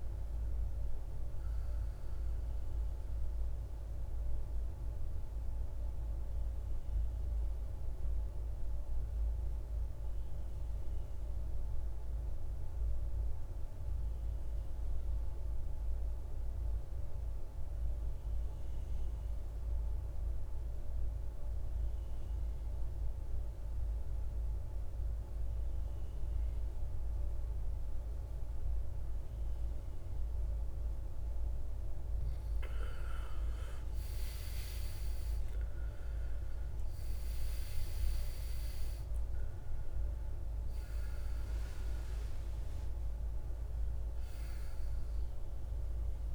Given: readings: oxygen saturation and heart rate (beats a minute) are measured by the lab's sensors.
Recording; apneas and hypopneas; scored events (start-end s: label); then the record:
breathing in sleep, hard to hear, by a room microphone; 1
0.00-18.00 s: oxygen desaturation (device-marked, oxygen 87% lowest, heart rate 55 extreme)
7.50-32.00 s: mixed apnea (oxygen 97% before, 84% lowest, heart rate 61 before, 55 extreme, up 14 after)
27.00-46.35 s: oxygen desaturation (device-marked, oxygen 98% before, 84% lowest, heart rate 57 before, 53 extreme)
35.00-39.50 s: arousal
From the record:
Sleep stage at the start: N2 (light sleep); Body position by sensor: on the back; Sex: male